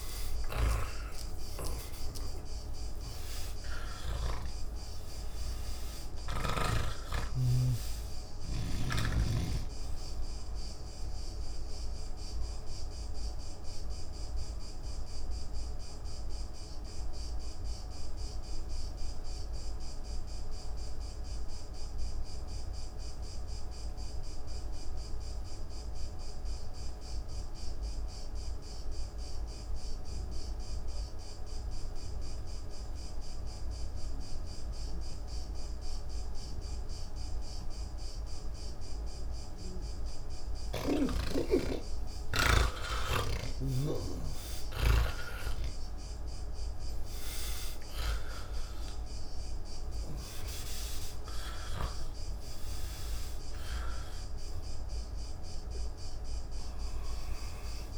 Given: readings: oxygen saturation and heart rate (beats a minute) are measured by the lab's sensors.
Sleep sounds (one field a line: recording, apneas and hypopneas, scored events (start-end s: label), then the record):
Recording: breathing in sleep by a room microphone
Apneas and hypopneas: 1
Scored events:
0.00-2.50 s: oxygen desaturation (device-marked, oxygen 86% lowest, heart rate 40 extreme)
4.50-23.50 s: oxygen desaturation (device-marked, oxygen 90% before, 80% lowest, heart rate 70 before, 48 extreme)
13.50-39.50 s: obstructive apnea (oxygen 96% before, 80% lowest, heart rate 84 before, 28 extreme)
35.50-57.98 s: oxygen desaturation (device-marked, oxygen 99% before, 81% lowest, heart rate 90 before, 28 extreme)
From the record:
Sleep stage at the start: N3 (deep sleep)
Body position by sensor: on the back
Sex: male